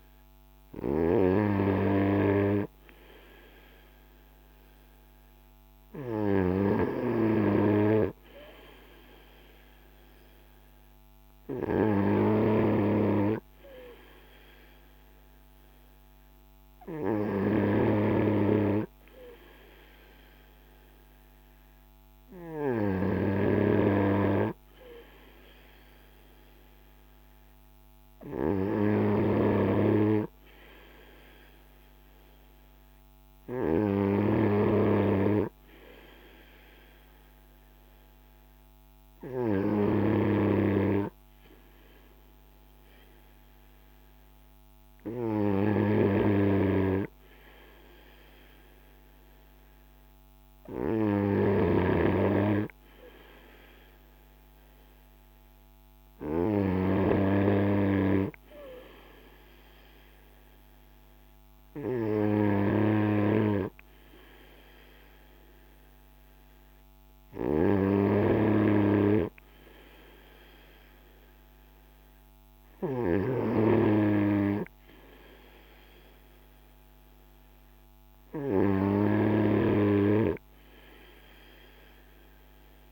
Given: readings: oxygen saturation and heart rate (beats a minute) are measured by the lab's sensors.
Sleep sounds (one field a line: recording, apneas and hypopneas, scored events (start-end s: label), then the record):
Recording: breathing in sleep by a microphone on the trachea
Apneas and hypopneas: none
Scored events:
none scored
From the record:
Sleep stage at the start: N3 (deep sleep)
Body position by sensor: on the front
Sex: male